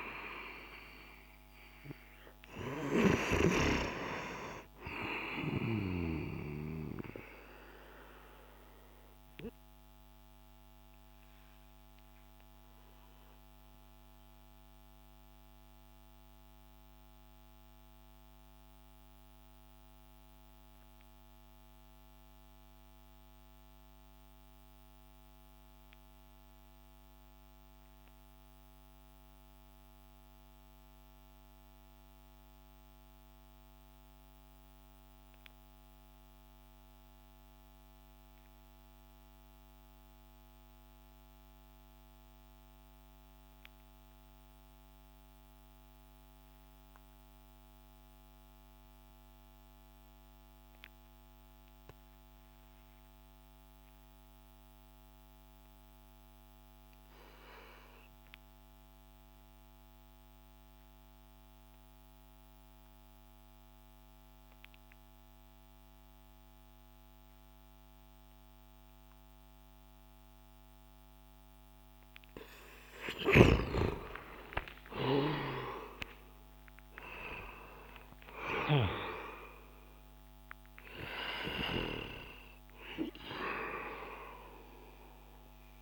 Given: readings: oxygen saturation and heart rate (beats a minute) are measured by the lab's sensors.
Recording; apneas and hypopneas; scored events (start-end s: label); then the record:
breathing in sleep by a microphone on the trachea; 1
0.00-30.00 s: oxygen desaturation (device-marked, oxygen 87% lowest)
8.50-71.50 s: mixed apnea (oxygen 97% before, 84% lowest)
72.50-77.00 s: arousal
72.50-78.50 s: snoring (device-marked)
77.00-85.82 s: oxygen desaturation (device-marked, oxygen 95% before, 84% lowest)
From the record:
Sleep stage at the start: N2 (light sleep); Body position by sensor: on the back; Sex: male